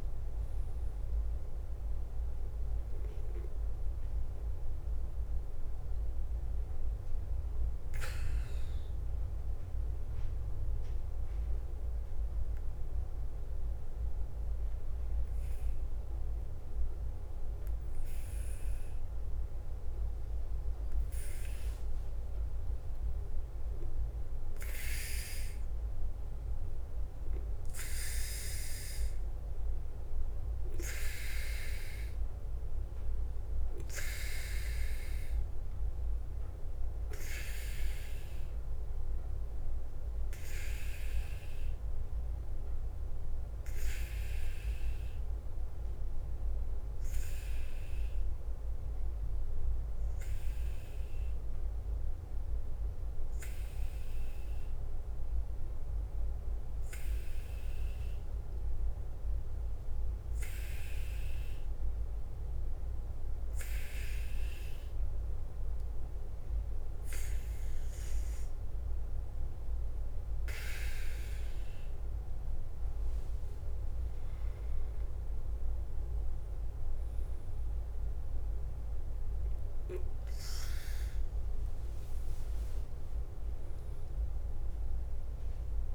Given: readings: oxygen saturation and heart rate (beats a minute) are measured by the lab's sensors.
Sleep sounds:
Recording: breathing in sleep by a room microphone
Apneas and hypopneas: 2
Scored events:
0.00-62.50 s: bradycardia (device-marked, heart rate 46 extreme)
3.00-17.50 s: obstructive apnea (oxygen 99% before, 93% lowest, heart rate 56 before, 46 extreme)
3.50-21.50 s: oxygen desaturation (device-marked, oxygen 97% before, 93% lowest, heart rate 56 before, 46 extreme)
22.00-26.00 s: arousal
41.50-65.00 s: hypopnea (oxygen 99% before, 95% lowest, heart rate 50 before, 45 extreme, up 12 after)
66.50-85.95 s: bradycardia (device-marked, heart rate 51 before, 42 extreme)
73.00-76.00 s: arousal
80.50-85.95 s: oxygen desaturation (device-marked, oxygen 98% before, 95% lowest, heart rate 53 before, 48 extreme)
From the record:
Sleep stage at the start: N2 (light sleep)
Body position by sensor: on the back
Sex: male

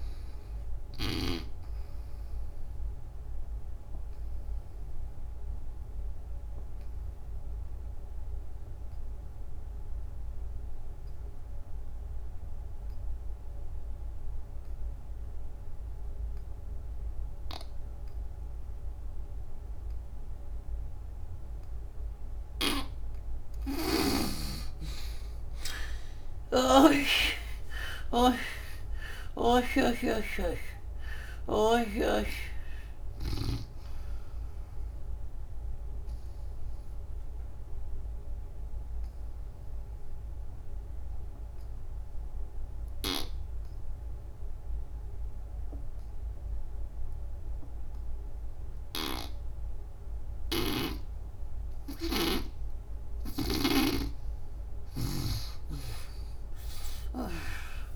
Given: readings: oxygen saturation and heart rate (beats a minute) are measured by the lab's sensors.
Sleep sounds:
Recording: breathing in sleep by a room microphone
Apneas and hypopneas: 2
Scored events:
0.00-8.50 s: oxygen desaturation (device-marked, oxygen 76% lowest, heart rate 65 extreme)
2.50-21.50 s: obstructive apnea (oxygen 97% before, 71% lowest, heart rate 85 before, 65 extreme, up 41 after)
21.50-51.50 s: oxygen desaturation (device-marked, oxygen 97% before, 71% lowest, heart rate 80 before, 66 extreme)
25.50-28.50 s: arousal
34.50-53.50 s: obstructive apnea (oxygen 97% before, 71% lowest, heart rate 90 before, 65 extreme, up 26 after)
42.50-57.96 s: snoring (device-marked)
53.50-57.96 s: oxygen desaturation (device-marked, oxygen 98% before, 78% lowest, heart rate 82 before, 65 extreme)
54.50-57.96 s: arousal
From the record:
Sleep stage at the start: N2 (light sleep)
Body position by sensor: on the back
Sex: female

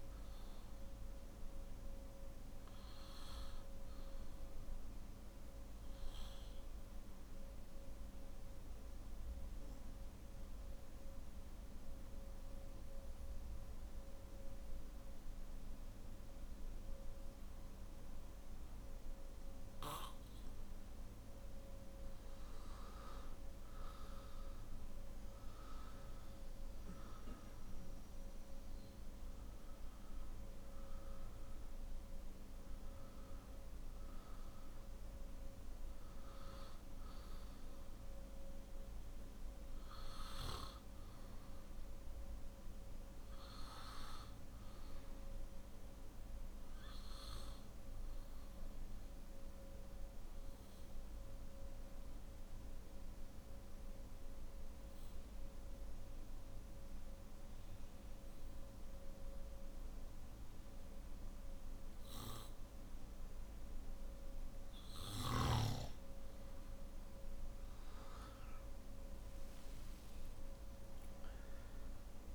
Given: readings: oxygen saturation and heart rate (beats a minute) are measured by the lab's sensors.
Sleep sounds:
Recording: breathing in sleep, hard to hear, by a room microphone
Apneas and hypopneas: 2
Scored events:
0.00-12.50 s: oxygen desaturation (device-marked, oxygen 94% lowest, heart rate 49 extreme)
5.50-22.50 s: obstructive apnea (oxygen 98% before, 92% lowest, heart rate 57 before, 50 extreme, up 7 after)
26.50-49.50 s: oxygen desaturation (device-marked, oxygen 97% before, 93% lowest, heart rate 53 before, 50 extreme)
45.00-64.50 s: obstructive apnea (oxygen 98% before, 91% lowest, heart rate 54 before, 50 extreme, up 13 after)
68.50-72.35 s: oxygen desaturation (device-marked, oxygen 98% before, 92% lowest, heart rate 52 before, 51 extreme)
From the record:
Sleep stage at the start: N1 (lightest sleep)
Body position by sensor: on the back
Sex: male

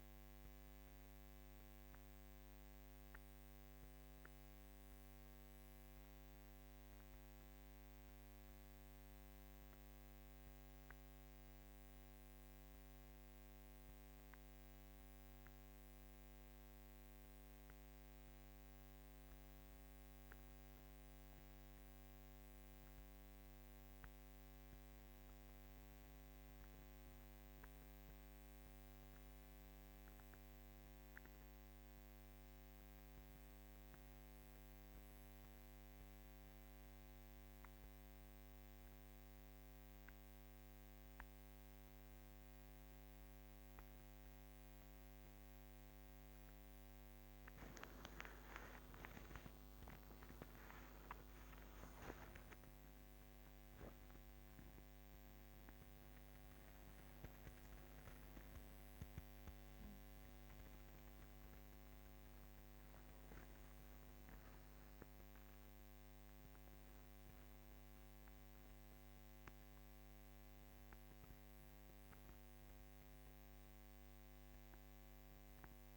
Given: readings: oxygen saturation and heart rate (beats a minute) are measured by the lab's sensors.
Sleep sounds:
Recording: breathing in sleep, hard to hear, by a microphone on the trachea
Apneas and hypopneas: 1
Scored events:
8.00-21.50 s: mixed apnea (oxygen 98% before, 95% lowest, heart rate 54 before, 36 extreme, up 4 after)
24.50-28.50 s: arousal
48.00-52.00 s: arousal
From the record:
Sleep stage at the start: N1 (lightest sleep)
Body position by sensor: on the back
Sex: female

